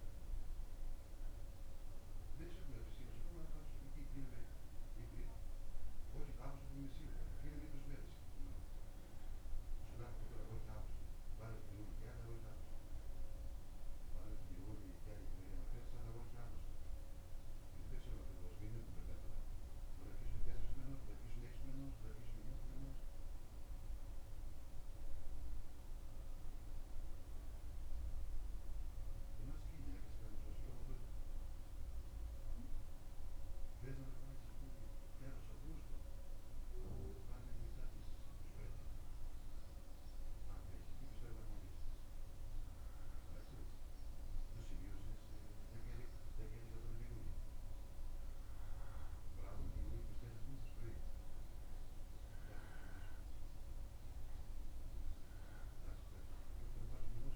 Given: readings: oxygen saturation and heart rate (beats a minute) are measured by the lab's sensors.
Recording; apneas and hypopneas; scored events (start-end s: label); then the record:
breathing in sleep by a room microphone; 1
36.50-47.00 s: obstructive apnea (oxygen 97% before, 95% lowest, heart rate 77 before, 75 extreme, up 3 after)
51.50-56.50 s: arousal
From the record:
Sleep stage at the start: N1 (lightest sleep); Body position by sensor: on the back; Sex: male